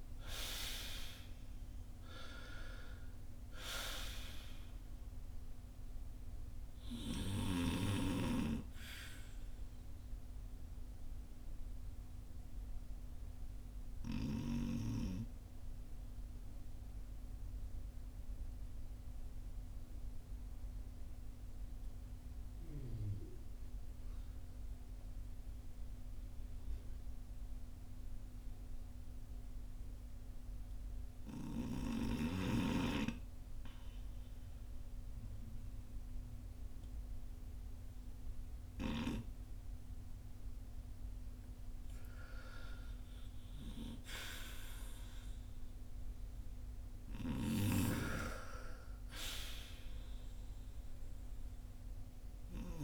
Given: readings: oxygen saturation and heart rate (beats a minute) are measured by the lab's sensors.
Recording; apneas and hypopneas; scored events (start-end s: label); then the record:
breathing in sleep by a room microphone; 1
0.00-35.50 s: oxygen desaturation (device-marked, oxygen 68% lowest, heart rate 50 extreme)
10.50-40.50 s: obstructive apnea (oxygen 80% before, 68% lowest, heart rate 67 before, 49 extreme, up 5 after)
42.50-47.00 s: arousal
48.50-52.84 s: oxygen desaturation (device-marked, oxygen 96% before, 83% lowest, heart rate 58 before, 46 extreme)
From the record:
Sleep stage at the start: REM sleep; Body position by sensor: on the front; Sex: male